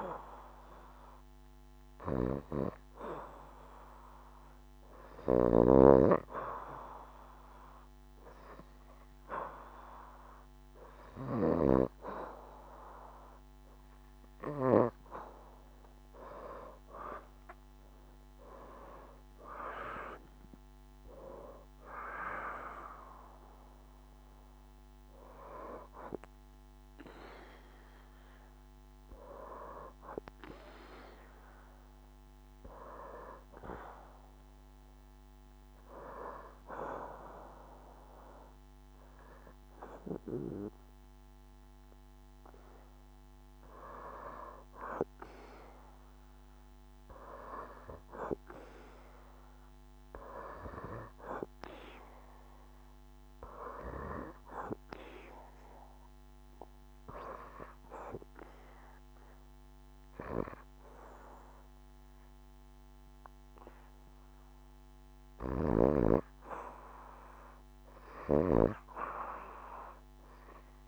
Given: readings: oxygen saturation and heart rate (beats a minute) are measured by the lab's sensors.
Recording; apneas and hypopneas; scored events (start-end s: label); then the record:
breathing in sleep by a microphone on the trachea; 3
1.50-14.00 s: hypopnea (oxygen 90% before, 79% lowest, heart rate 80 before, 72 extreme, up 7 after)
4.50-11.00 s: snoring (device-marked)
16.50-20.50 s: leg movement (device-marked)
16.50-21.00 s: arousal
20.50-42.50 s: oxygen desaturation (device-marked, oxygen 86% before, 79% lowest, heart rate 80 before, 71 extreme)
31.50-42.50 s: hypopnea (oxygen 86% before, 79% lowest, heart rate 81 before, 71 extreme, up 0 after)
43.00-47.00 s: arousal
55.00-66.50 s: obstructive apnea (oxygen 90% before, 79% lowest, heart rate 72 before, 77 extreme, up 4 after)
58.50-66.50 s: oxygen desaturation (device-marked, oxygen 90% before, 85% lowest, heart rate 72 before, 77 extreme)
67.50-70.88 s: snoring (device-marked)
From the record:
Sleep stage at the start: N2 (light sleep); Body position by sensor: on the back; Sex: female